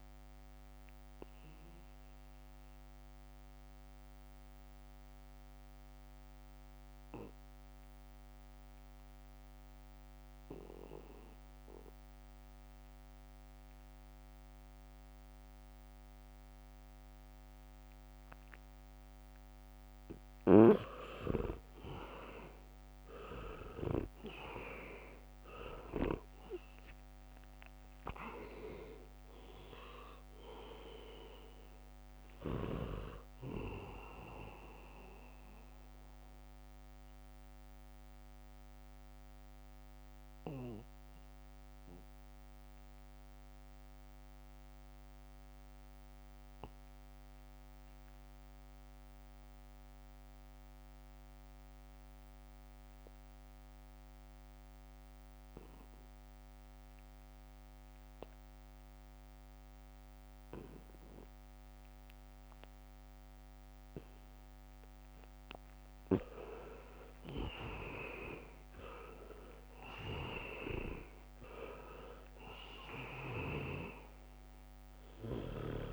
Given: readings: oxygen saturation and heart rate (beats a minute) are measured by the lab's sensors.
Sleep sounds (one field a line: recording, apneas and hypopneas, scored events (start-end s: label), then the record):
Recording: breathing in sleep by a microphone on the trachea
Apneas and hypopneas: 2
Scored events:
0.00-14.00 s: oxygen desaturation (device-marked, oxygen 86% lowest, heart rate 72 extreme)
2.50-18.50 s: obstructive apnea (oxygen 99% before, 78% lowest, heart rate 79 before, 72 extreme, up 0 after)
3.00-12.00 s: leg movement (device-marked)
16.00-49.00 s: oxygen desaturation (device-marked, oxygen 96% before, 78% lowest, heart rate 76 before, 70 extreme)
20.50-22.50 s: leg movement (device-marked)
20.50-24.50 s: arousal
20.50-24.50 s: snoring (device-marked)
36.50-64.50 s: obstructive apnea (oxygen 96% before, 76% lowest, heart rate 75 before, 70 extreme, up 0 after)
55.00-75.93 s: oxygen desaturation (device-marked, oxygen 99% before, 76% lowest, heart rate 79 before, 61 extreme)
57.00-59.50 s: leg movement (device-marked)
62.00-64.00 s: leg movement (device-marked)
66.50-71.50 s: arousal
68.50-70.50 s: leg movement (device-marked)
71.50-73.00 s: leg movement (device-marked)
From the record:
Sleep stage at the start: N2 (light sleep)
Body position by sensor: on the back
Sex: male